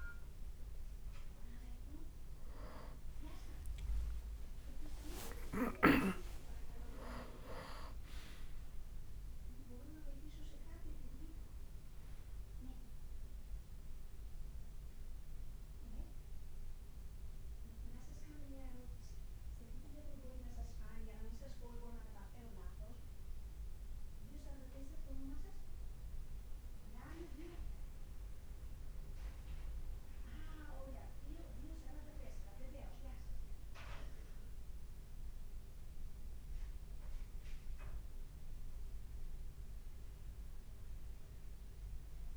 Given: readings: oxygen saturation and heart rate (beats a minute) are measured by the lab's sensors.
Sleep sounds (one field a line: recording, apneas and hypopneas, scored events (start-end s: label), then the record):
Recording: breathing in sleep by a room microphone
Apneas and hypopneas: none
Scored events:
0.00-8.00 s: oxygen desaturation (device-marked, oxygen 93% lowest, heart rate 55 extreme)
2.00-10.00 s: leg movement (device-marked)
5.00-7.00 s: long interval between heartbeats (device-marked, heart rate 55 before, 67 extreme)
5.00-9.50 s: arousal
11.00-41.00 s: new sleep stage, N1 (lightest sleep)
39.00-42.37 s: arousal
41.00-42.37 s: new sleep stage, N2 (light sleep)
From the record:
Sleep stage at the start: N2 (light sleep)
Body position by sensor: on the back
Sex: male